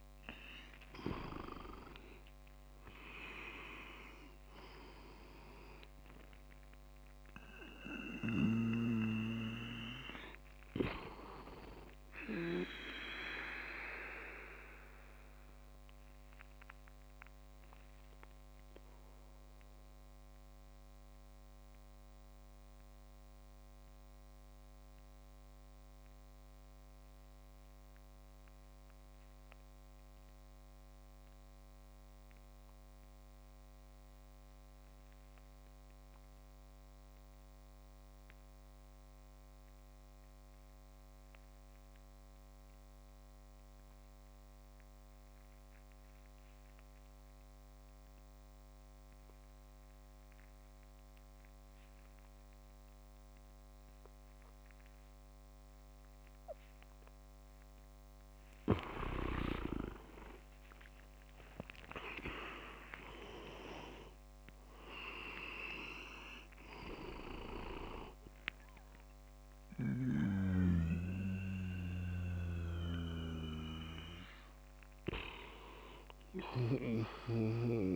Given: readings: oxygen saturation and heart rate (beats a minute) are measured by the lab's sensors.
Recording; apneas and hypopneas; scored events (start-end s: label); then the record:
breathing in sleep by a microphone on the trachea; 1
0.00-3.50 s: arousal
1.50-4.00 s: leg movement (device-marked)
13.50-56.00 s: mixed apnea (oxygen 97% before, 92% lowest, heart rate 66 before, 54 extreme, up 42 after)
56.00-77.96 s: oxygen desaturation (device-marked, oxygen 99% before, 92% lowest, heart rate 59 before, 54 extreme)
59.50-63.50 s: arousal
61.00-64.00 s: leg movement (device-marked)
72.00-76.50 s: snoring (device-marked)
From the record:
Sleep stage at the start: REM sleep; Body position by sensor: on the back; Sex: male